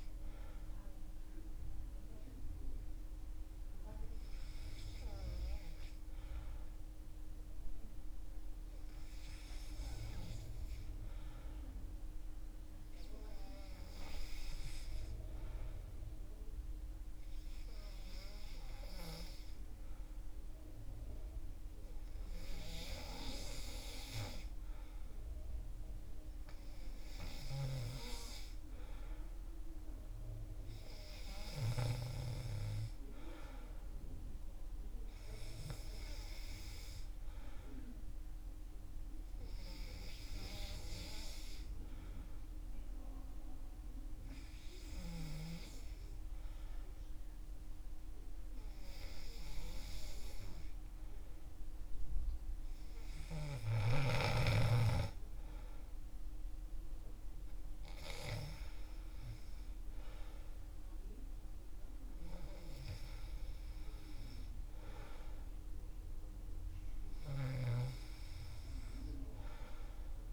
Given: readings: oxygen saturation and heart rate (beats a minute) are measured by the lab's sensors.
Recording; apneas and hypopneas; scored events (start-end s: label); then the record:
breathing in sleep by a room microphone; none
33.00-36.00 s: arousal
54.50-57.00 s: arousal
From the record:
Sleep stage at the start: N2 (light sleep); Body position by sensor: on the back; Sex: male